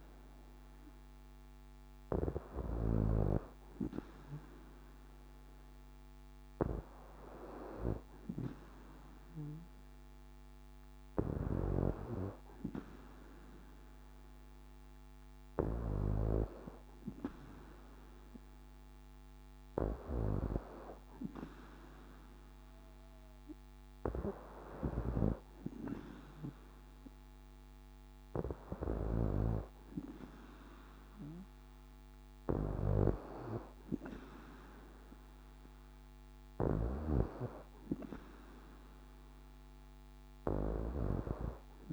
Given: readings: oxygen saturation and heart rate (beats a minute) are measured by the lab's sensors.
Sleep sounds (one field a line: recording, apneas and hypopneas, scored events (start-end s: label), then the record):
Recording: breathing in sleep by a microphone on the trachea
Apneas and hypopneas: none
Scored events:
none scored
From the record:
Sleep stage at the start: N2 (light sleep)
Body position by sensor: on the back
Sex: female